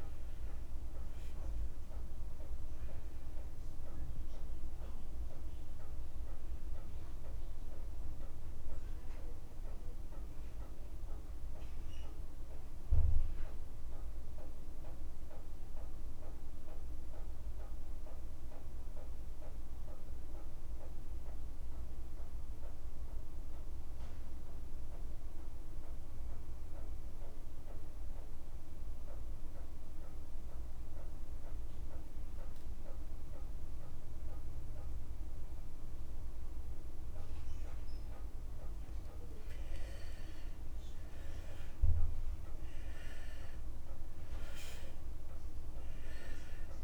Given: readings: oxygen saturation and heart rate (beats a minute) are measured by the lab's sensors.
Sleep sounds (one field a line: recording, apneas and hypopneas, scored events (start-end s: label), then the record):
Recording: breathing in sleep, hard to hear, by a room microphone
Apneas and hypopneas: 1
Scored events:
0.00-26.50 s: oxygen desaturation (device-marked, oxygen 88% lowest, heart rate 52 extreme)
12.00-39.00 s: mixed apnea (oxygen 95% before, 85% lowest, heart rate 59 before, 50 extreme, up 1 after)
25.50-30.50 s: tachycardia (device-marked)
28.00-30.00 s: long interval between heartbeats (device-marked, heart rate 56 before, 98 extreme)
30.00-32.00 s: long interval between heartbeats (device-marked, heart rate 61 before, 130 extreme)
34.50-46.84 s: oxygen desaturation (device-marked, oxygen 98% before, 85% lowest, heart rate 77 before, 50 extreme)
40.00-44.00 s: arousal
From the record:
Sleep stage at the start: N2 (light sleep)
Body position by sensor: on the back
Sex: male